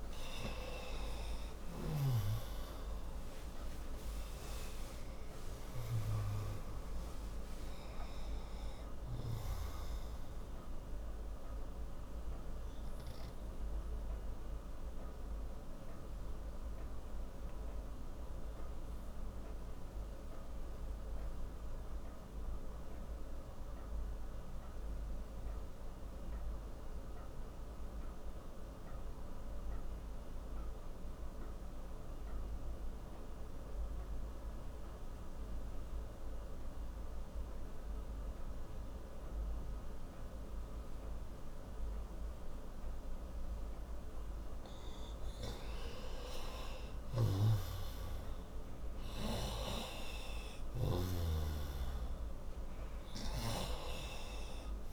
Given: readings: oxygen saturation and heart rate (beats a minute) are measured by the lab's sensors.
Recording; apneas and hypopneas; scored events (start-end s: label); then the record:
breathing in sleep by a room microphone; 1
12.50-29.50 s: oxygen desaturation (device-marked, oxygen 94% before, 89% lowest, heart rate 73 before, 55 extreme)
12.50-44.00 s: obstructive apnea (oxygen 95% before, 89% lowest, heart rate 73 before, 55 extreme, up 9 after)
46.00-50.00 s: arousal
48.50-54.93 s: oxygen desaturation (device-marked, oxygen 97% before, 89% lowest, heart rate 62 before, 56 extreme)
51.00-54.93 s: snoring (device-marked)
From the record:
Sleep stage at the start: N2 (light sleep); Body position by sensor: on the right side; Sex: male